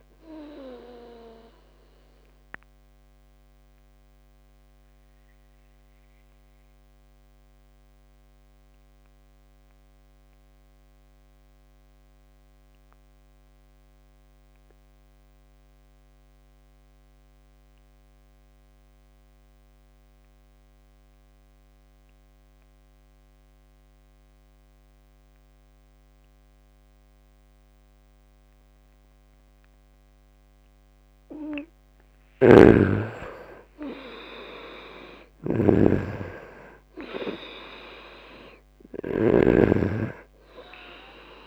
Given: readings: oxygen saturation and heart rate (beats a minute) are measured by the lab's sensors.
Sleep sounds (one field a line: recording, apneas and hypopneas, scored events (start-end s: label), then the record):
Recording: breathing in sleep by a microphone on the trachea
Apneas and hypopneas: 1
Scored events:
0.00-20.00 s: oxygen desaturation (device-marked, oxygen 85% lowest, heart rate 70 extreme)
3.50-30.50 s: obstructive apnea (oxygen 98% before, 85% lowest, heart rate 75 before, 70 extreme, up 5 after)
31.50-39.00 s: snoring (device-marked)
32.00-35.50 s: arousal
34.00-41.47 s: oxygen desaturation (device-marked, oxygen 98% before, 87% lowest, heart rate 74 before, 67 extreme)
From the record:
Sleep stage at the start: N2 (light sleep)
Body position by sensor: on the right side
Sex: male